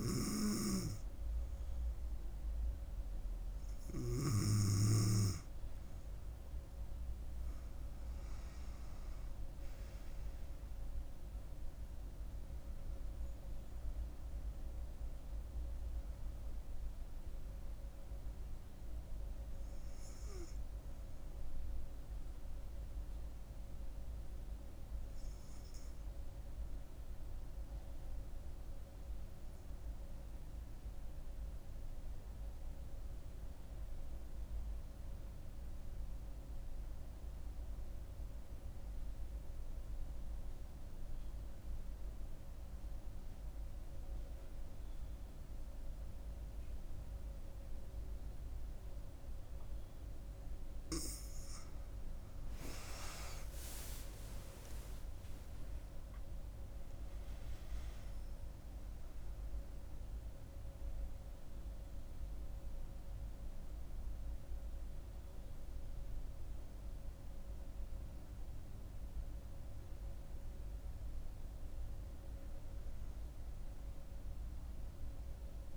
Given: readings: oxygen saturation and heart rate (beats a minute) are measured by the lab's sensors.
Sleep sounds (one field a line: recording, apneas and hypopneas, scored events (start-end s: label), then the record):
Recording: breathing in sleep by a room microphone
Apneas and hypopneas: 1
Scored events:
29.00-51.00 s: mixed apnea (oxygen 96% before, 93% lowest, heart rate 73 before, 66 extreme, up 13 after)
49.50-75.50 s: oxygen desaturation (device-marked, oxygen 98% before, 93% lowest, heart rate 67 before, 63 extreme)
53.00-59.00 s: arousal
From the record:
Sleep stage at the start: N2 (light sleep)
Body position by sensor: on the back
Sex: female